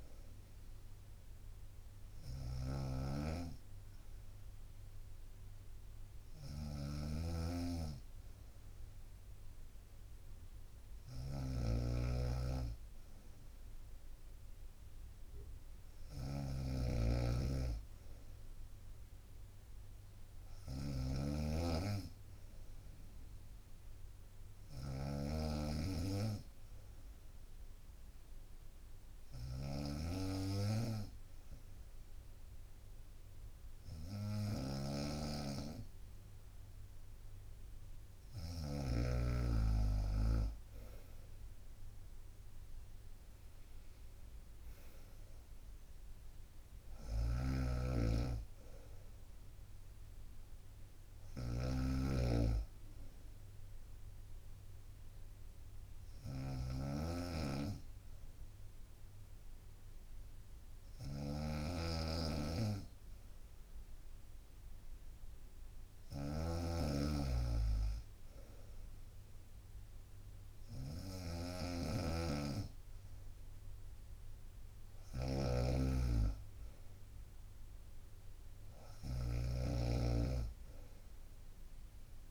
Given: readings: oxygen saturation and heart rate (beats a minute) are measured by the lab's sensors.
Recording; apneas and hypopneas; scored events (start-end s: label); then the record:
breathing in sleep by a room microphone; 3
0.00-5.50 s: drop in pulse transit time (device-marked, heart rate 63 extreme)
0.00-38.50 s: snoring (device-marked)
1.50-12.50 s: obstructive apnea (oxygen 95% before, 93% lowest, heart rate 65 before, 61 extreme, up 5 after)
18.50-22.00 s: arousal
24.50-37.50 s: obstructive apnea (oxygen 95% before, 93% lowest, heart rate 63 before, 62 extreme, up 3 after)
39.50-42.50 s: arousal
40.50-52.50 s: drop in pulse transit time (device-marked, heart rate 65 before, 64 extreme)
47.00-82.31 s: snoring (device-marked)
53.00-65.50 s: obstructive apnea (oxygen 94% before, 93% lowest, heart rate 65 before, 61 extreme, up 4 after)
67.00-69.50 s: arousal
72.50-82.31 s: drop in pulse transit time (device-marked, heart rate 64 before, 63 extreme)
From the record:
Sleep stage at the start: N2 (light sleep); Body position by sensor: on the right side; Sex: female